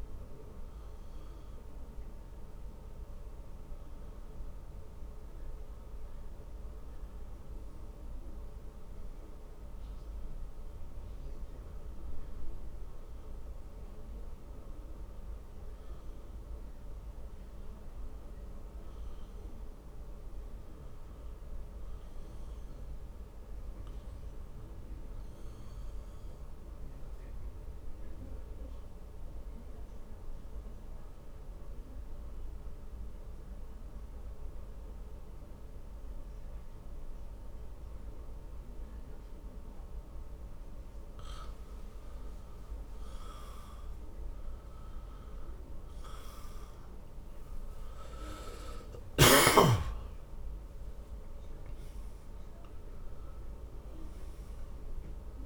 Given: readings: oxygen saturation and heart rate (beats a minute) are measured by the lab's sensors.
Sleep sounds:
breathing in sleep, hard to hear, by a room microphone; 1
14.50-18.00 s: arousal
23.50-41.00 s: obstructive apnea (oxygen 95% before, 91% lowest, heart rate 59 before, 52 extreme, up 16 after)
37.00-55.46 s: new sleep stage, N1 (lightest sleep)
45.00-49.00 s: arousal
From the record:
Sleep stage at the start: N2 (light sleep); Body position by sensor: on the back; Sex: male

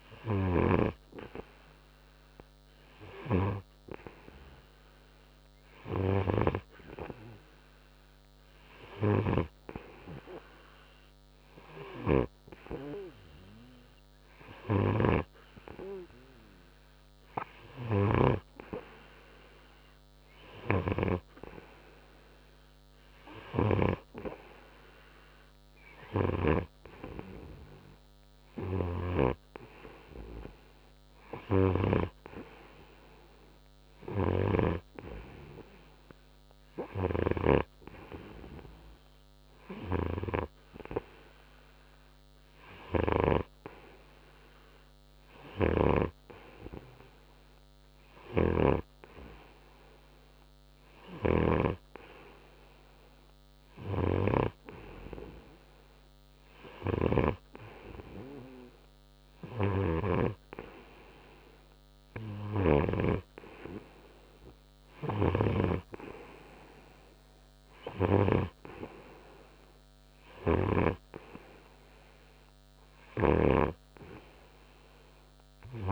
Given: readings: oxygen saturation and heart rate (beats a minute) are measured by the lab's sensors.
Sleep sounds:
breathing in sleep by a microphone on the trachea; none
0.00-1.00 s: snoring (device-marked)
10.50-75.92 s: new sleep stage, N3 (deep sleep)
48.50-57.50 s: snoring (device-marked)
From the record:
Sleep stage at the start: N2 (light sleep); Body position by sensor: on the right side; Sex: male

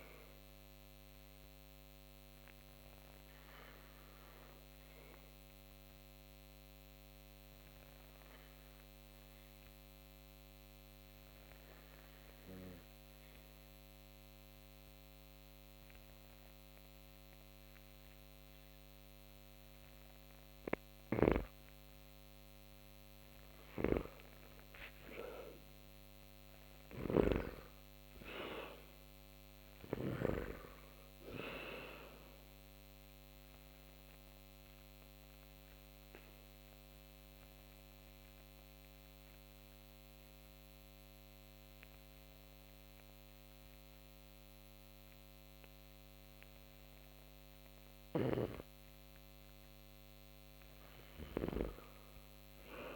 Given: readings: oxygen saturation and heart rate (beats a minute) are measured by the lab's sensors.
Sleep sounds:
breathing in sleep by a microphone on the trachea; 2
0.00-18.00 s: oxygen desaturation (device-marked, oxygen 97% before, 89% lowest)
3.00-21.00 s: obstructive apnea (oxygen 98% before, 86% lowest)
26.50-29.50 s: arousal
32.00-52.96 s: oxygen desaturation (device-marked, oxygen 94% before, 86% lowest)
33.50-48.50 s: obstructive apnea (oxygen 94% before, 86% lowest)
50.50-52.96 s: snoring (device-marked)
51.50-52.96 s: arousal
From the record:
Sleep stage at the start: N2 (light sleep); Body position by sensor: on the back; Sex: male

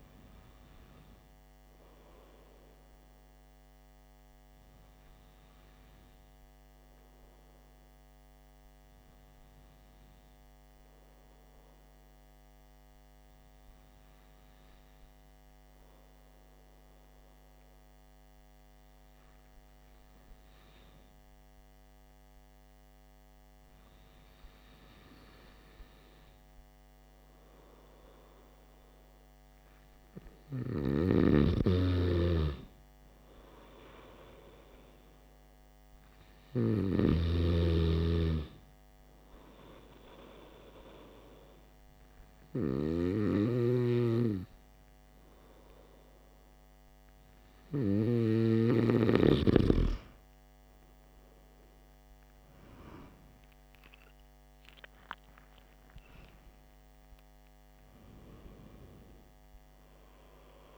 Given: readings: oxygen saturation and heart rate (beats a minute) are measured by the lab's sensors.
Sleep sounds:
breathing in sleep by a microphone on the trachea; 1
1.00-31.00 s: hypopnea (oxygen 97% before, 93% lowest, heart rate 57 before, 49 extreme, up 3 after)
33.50-38.50 s: arousal
From the record:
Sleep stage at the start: N2 (light sleep); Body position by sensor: on the back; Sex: male

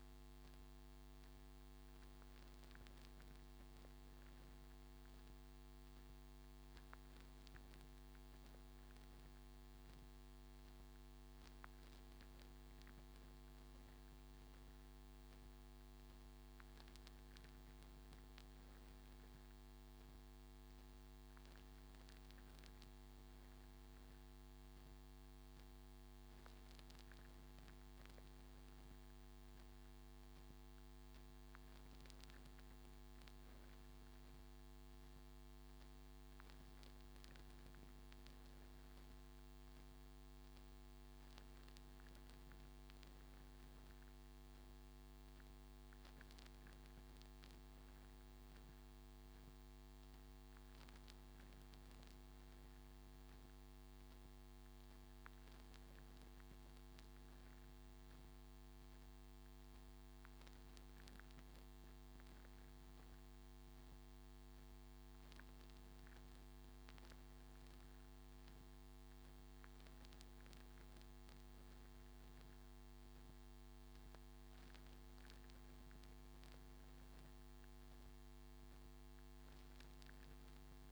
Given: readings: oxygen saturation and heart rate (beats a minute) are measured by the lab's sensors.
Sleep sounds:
breathing in sleep, hard to hear, by a microphone on the trachea; none
none scored
From the record:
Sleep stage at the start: N3 (deep sleep); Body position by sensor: on the front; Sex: male

